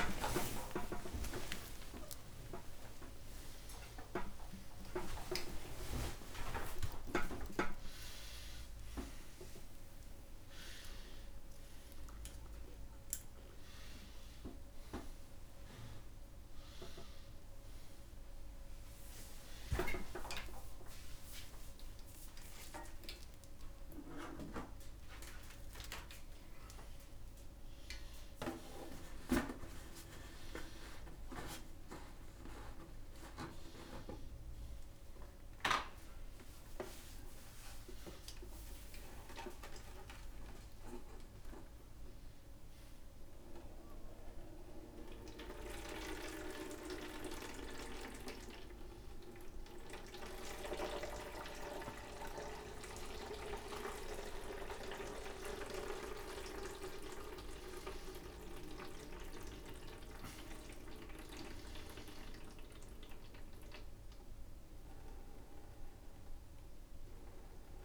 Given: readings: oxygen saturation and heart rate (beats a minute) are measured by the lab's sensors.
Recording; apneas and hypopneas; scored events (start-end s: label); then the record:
a person awake in a sleep study, by a room microphone; none
0.00-3.50 s: tachycardia (device-marked, heart rate 144 extreme)
1.00-3.00 s: long interval between heartbeats (device-marked, heart rate 76 before, 138 extreme)
8.50-14.50 s: tachycardia (device-marked, heart rate 59 before, 110 extreme)
11.50-13.50 s: long interval between heartbeats (device-marked, heart rate 100 before, 108 extreme)
17.50-21.50 s: tachycardia (device-marked, heart rate 60 before, 113 extreme)
21.00-23.00 s: long interval between heartbeats (device-marked, heart rate 106 before, 111 extreme)
27.50-29.50 s: long interval between heartbeats (device-marked, heart rate 101 before, 90 extreme)
28.50-30.50 s: tachycardia (device-marked, heart rate 61 before, 98 extreme)
34.50-44.50 s: tachycardia (device-marked, heart rate 61 before, 138 extreme)
38.00-40.00 s: long interval between heartbeats (device-marked, heart rate 98 before, 108 extreme)
41.00-43.00 s: long interval between heartbeats (device-marked, heart rate 101 before, 129 extreme)
44.00-46.00 s: long interval between heartbeats (device-marked, heart rate 104 before, 123 extreme)
50.50-55.50 s: tachycardia (device-marked, heart rate 63 before, 107 extreme)
53.50-55.50 s: long interval between heartbeats (device-marked, heart rate 107 before, 106 extreme)
From the record:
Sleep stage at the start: awake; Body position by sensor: upright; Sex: male